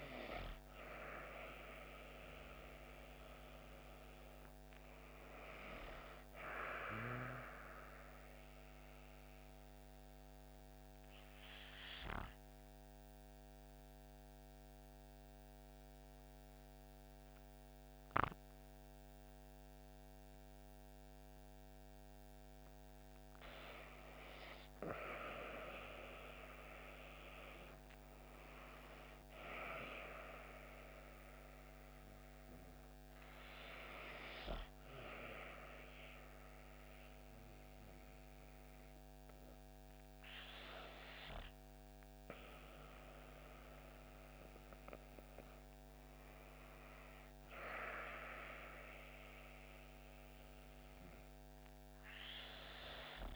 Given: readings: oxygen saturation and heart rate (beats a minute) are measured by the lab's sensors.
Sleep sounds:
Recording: breathing in sleep by a microphone on the trachea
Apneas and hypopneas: 1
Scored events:
8.00-19.00 s: oxygen desaturation (device-marked, oxygen 95% before, 90% lowest)
9.50-23.00 s: obstructive apnea (oxygen 95% before, 90% lowest)
25.00-29.00 s: arousal
From the record:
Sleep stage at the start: REM sleep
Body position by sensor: on the back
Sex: female

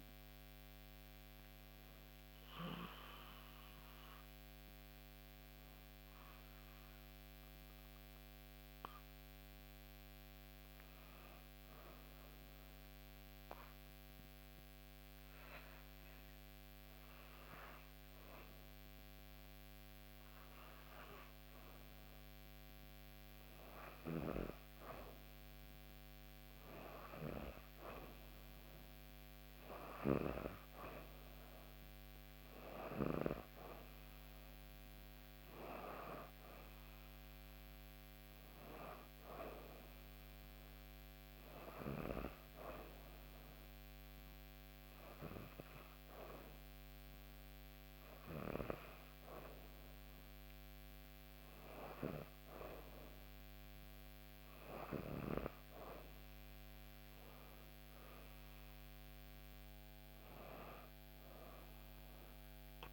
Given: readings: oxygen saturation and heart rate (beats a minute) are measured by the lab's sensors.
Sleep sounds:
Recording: breathing in sleep by a microphone on the trachea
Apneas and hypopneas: 2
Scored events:
6.50-22.00 s: hypopnea (oxygen 98% before, 94% lowest, heart rate 75 before, 62 extreme, up 1 after)
23.00-26.50 s: arousal
26.00-42.00 s: oxygen desaturation (device-marked, oxygen 98% before, 94% lowest, heart rate 63 before, 63 extreme)
41.00-51.00 s: hypopnea (oxygen 98% before, 92% lowest, heart rate 64 before, 62 extreme, up 2 after)
56.50-59.50 s: arousal
From the record:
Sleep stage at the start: N2 (light sleep)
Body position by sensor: on the back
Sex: female

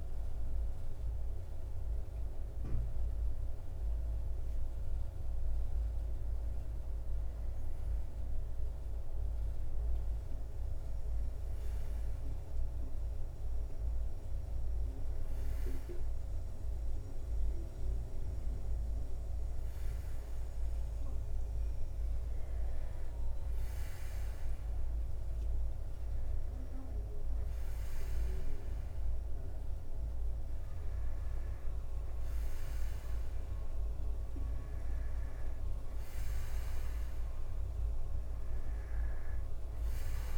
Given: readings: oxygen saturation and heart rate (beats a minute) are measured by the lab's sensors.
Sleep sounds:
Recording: breathing in sleep, hard to hear, by a room microphone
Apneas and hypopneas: none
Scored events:
none scored
From the record:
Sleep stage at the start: N2 (light sleep)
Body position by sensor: on the back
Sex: male

